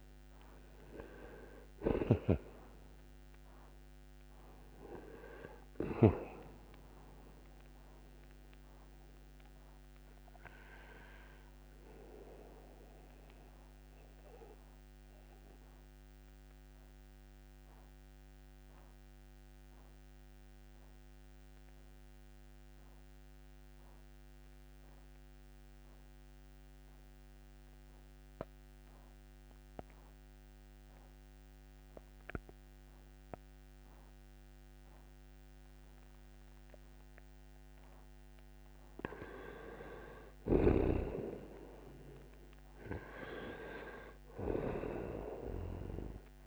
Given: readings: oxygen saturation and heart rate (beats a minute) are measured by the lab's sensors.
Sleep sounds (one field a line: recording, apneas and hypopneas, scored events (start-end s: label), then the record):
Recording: breathing in sleep by a microphone on the trachea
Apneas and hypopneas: 1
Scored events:
0.00-2.50 s: snoring (device-marked)
0.00-26.00 s: oxygen desaturation (device-marked, oxygen 82% lowest, heart rate 59 extreme)
14.50-39.50 s: obstructive apnea (oxygen 98% before, 82% lowest, heart rate 71 before, 59 extreme, up 4 after)
41.50-46.00 s: arousal
43.00-46.47 s: oxygen desaturation (device-marked, oxygen 98% before, 87% lowest, heart rate 63 before, 60 extreme)
From the record:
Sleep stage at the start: N2 (light sleep)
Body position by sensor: on the right side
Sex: male